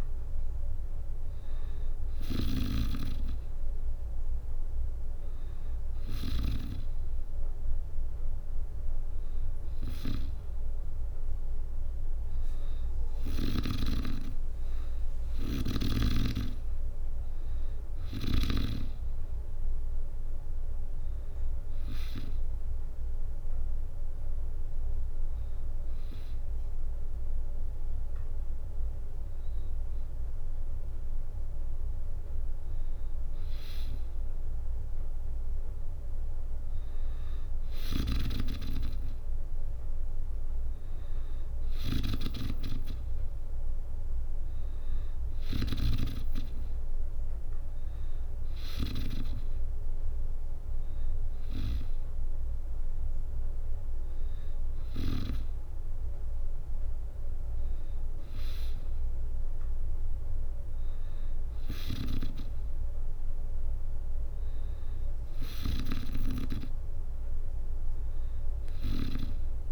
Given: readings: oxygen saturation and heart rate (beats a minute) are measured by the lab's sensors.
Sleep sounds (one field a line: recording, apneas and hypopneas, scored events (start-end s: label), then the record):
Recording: breathing in sleep by a room microphone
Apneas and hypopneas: 1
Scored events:
1.50-6.00 s: snoring (device-marked)
13.00-16.00 s: arousal
22.00-33.00 s: hypopnea (oxygen 95% before, 93% lowest, heart rate 69 before, 63 extreme, up 4 after)
34.50-37.50 s: arousal
37.50-48.50 s: snoring (device-marked)
From the record:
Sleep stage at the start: N2 (light sleep)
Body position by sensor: on the back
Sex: female